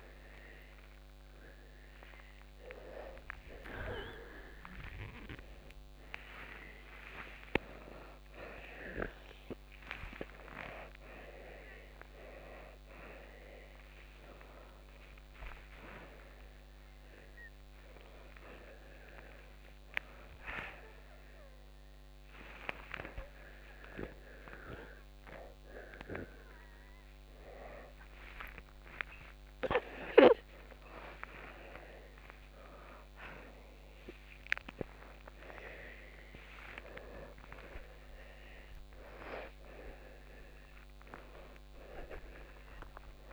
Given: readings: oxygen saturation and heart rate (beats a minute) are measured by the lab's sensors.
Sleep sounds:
a person awake in a sleep study, by a microphone on the trachea; none
none scored
From the record:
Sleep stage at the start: awake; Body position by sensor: upright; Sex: male

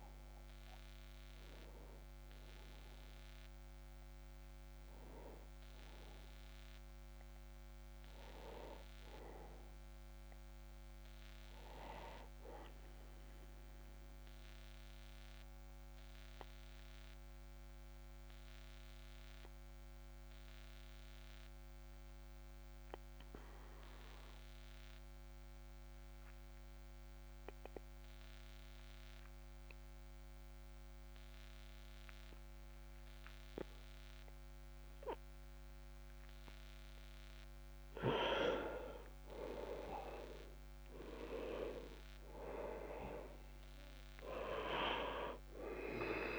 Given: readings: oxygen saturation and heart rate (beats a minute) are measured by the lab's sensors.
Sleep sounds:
breathing in sleep by a microphone on the trachea; 1
0.00-19.00 s: oxygen desaturation (device-marked, oxygen 98% before, 93% lowest, heart rate 48 before, 26 extreme)
14.50-37.50 s: obstructive apnea (oxygen 98% before, 92% lowest, heart rate 38 before, 26 extreme, up 3 after)
40.00-43.50 s: arousal
42.00-46.39 s: oxygen desaturation (device-marked, oxygen 98% before, 92% lowest, heart rate 50 before, 27 extreme)
From the record:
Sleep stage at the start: N2 (light sleep); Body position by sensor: on the back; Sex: male

